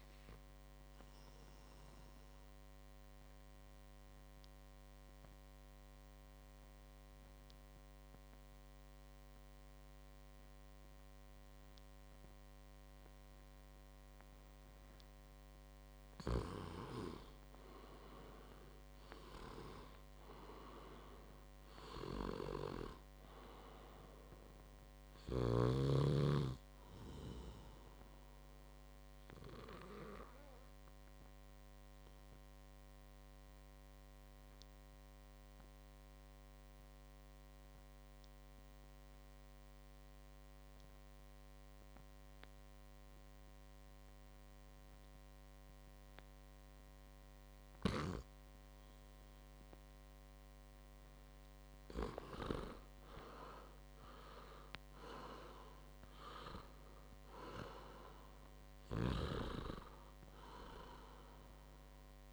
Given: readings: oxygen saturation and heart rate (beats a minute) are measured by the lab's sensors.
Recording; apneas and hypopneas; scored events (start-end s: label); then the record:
breathing in sleep by a microphone on the trachea; 2
1.50-15.00 s: obstructive apnea (oxygen 98% before, 91% lowest, heart rate 58 before, 55 extreme, up 5 after)
16.50-20.00 s: arousal
17.50-35.50 s: oxygen desaturation (device-marked, oxygen 96% before, 91% lowest, heart rate 59 before, 55 extreme)
29.50-51.50 s: obstructive apnea (oxygen 97% before, 88% lowest, heart rate 61 before, 54 extreme, up 3 after)
49.50-62.33 s: oxygen desaturation (device-marked, oxygen 98% before, 91% lowest, heart rate 58 before, 54 extreme)
53.00-56.50 s: arousal
From the record:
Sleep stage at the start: N2 (light sleep); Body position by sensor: on the back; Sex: male